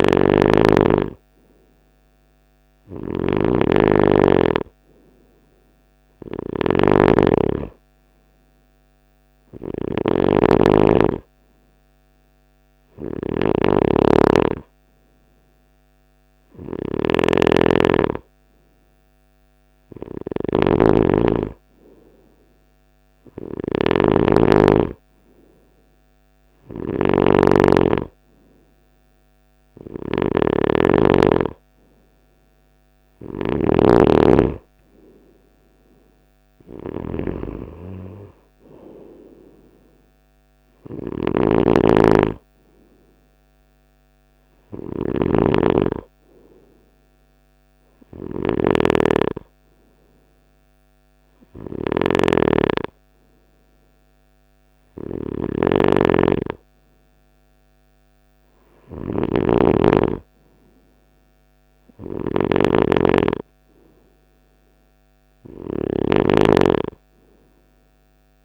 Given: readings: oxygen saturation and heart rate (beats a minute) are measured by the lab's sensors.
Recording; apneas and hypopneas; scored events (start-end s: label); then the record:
breathing in sleep by a microphone on the trachea; none
0.00-68.45 s: snoring (device-marked)
From the record:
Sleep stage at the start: N3 (deep sleep); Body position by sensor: on the right side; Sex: male